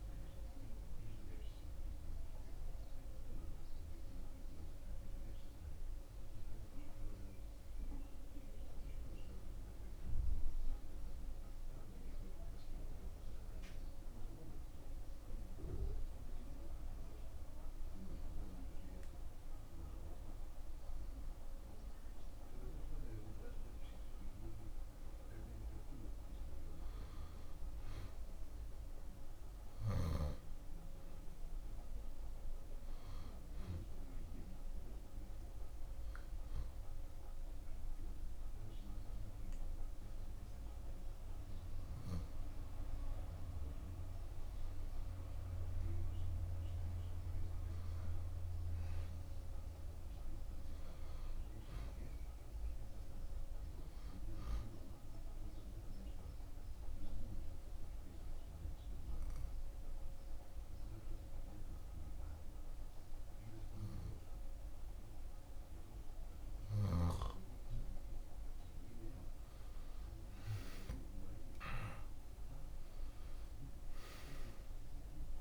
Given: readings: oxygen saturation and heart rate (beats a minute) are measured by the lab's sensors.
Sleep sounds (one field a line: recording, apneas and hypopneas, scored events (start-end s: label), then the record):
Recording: breathing in sleep by a room microphone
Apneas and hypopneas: 2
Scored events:
0.00-15.50 s: oxygen desaturation (device-marked, oxygen 92% lowest, heart rate 64 extreme)
13.50-25.50 s: hypopnea (oxygen 97% before, 92% lowest, heart rate 82 before, 64 extreme, up 3 after)
28.50-32.00 s: arousal
33.50-49.50 s: oxygen desaturation (device-marked, oxygen 95% before, 92% lowest, heart rate 86 before, 59 extreme)
54.50-68.00 s: obstructive apnea (oxygen 95% before, 91% lowest, heart rate 78 before, 64 extreme, up 21 after)
70.00-72.50 s: arousal
From the record:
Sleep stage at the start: N2 (light sleep)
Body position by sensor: on the back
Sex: male